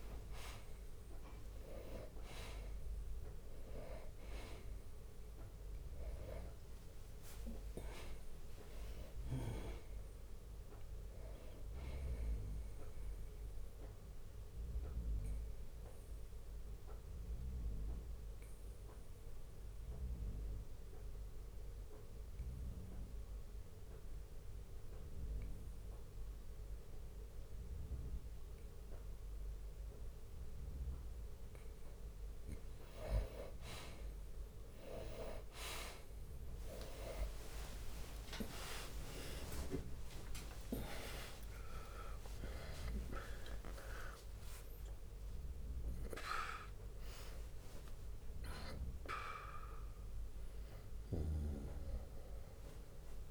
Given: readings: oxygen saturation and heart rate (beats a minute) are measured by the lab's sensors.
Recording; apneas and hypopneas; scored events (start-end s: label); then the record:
breathing in sleep by a room microphone; 1
0.00-1.00 s: long interval between heartbeats (device-marked, heart rate 67 extreme)
0.00-3.00 s: arousal
0.50-12.50 s: drop in pulse transit time (device-marked, heart rate 64 before, 68 extreme)
13.50-30.50 s: obstructive apnea (oxygen 98% before, 90% lowest, heart rate 66 before, 58 extreme, up 38 after)
16.50-25.50 s: bradycardia (device-marked, heart rate 64 before, 58 extreme)
34.50-50.50 s: oxygen desaturation (device-marked, oxygen 97% before, 91% lowest, heart rate 60 before, 60 extreme)
35.50-42.50 s: tachycardia (device-marked, heart rate 64 before, 153 extreme)
37.00-43.50 s: arousal
39.00-41.00 s: long interval between heartbeats (device-marked, heart rate 62 before, 115 extreme)
39.50-52.50 s: drop in pulse transit time (device-marked, heart rate 65 before, 75 extreme)
From the record:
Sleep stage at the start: N2 (light sleep); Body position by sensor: on the back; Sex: male